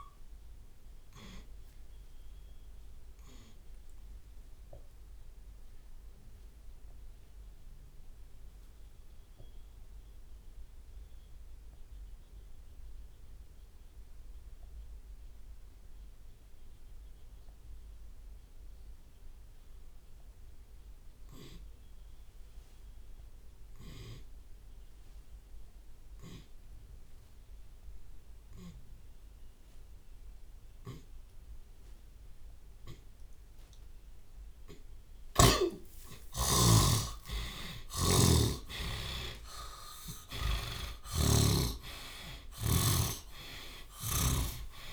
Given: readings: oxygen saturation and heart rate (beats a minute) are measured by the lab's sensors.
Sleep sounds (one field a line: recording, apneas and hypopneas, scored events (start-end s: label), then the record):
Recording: breathing in sleep by a room microphone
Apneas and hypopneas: 1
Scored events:
4.00-33.00 s: obstructive apnea (oxygen 81% before, 92% lowest)
19.00-21.00 s: long interval between heartbeats (device-marked)
28.00-30.00 s: long interval between heartbeats (device-marked)
34.50-36.50 s: long interval between heartbeats (device-marked)
36.00-41.00 s: arousal
37.50-39.50 s: long interval between heartbeats (device-marked)
42.50-44.93 s: snoring (device-marked)
From the record:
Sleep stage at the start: N2 (light sleep)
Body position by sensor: on the left side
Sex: male